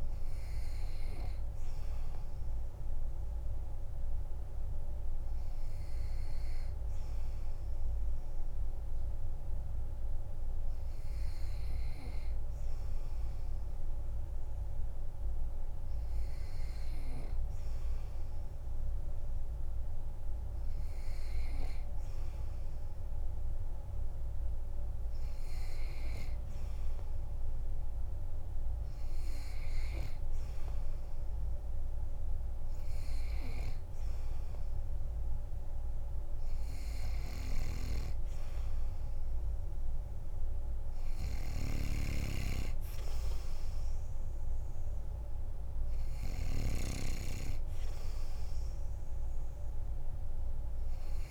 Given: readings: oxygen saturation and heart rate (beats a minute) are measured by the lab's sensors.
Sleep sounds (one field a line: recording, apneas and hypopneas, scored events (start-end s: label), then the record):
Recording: breathing in sleep by a room microphone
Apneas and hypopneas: none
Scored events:
none scored
From the record:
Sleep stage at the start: N2 (light sleep)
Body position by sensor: on the back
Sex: male